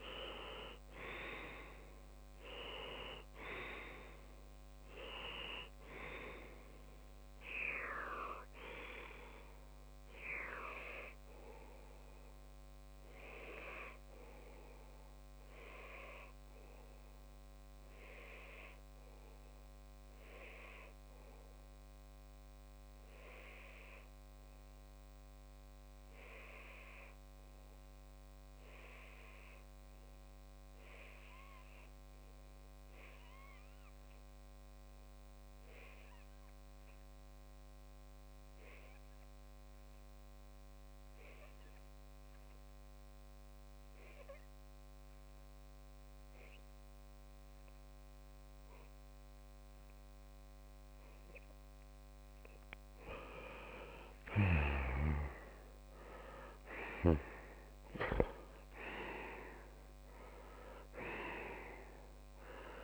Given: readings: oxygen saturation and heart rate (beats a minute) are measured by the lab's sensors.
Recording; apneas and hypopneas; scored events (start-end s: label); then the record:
breathing in sleep by a microphone on the trachea; 1
0.00-8.50 s: oxygen desaturation (device-marked, oxygen 94% lowest)
11.50-51.00 s: obstructive apnea (oxygen 98% before, 93% lowest)
45.50-62.84 s: oxygen desaturation (device-marked, oxygen 98% before, 93% lowest)
53.50-57.50 s: arousal
From the record:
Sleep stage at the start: N2 (light sleep); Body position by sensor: on the left side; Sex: male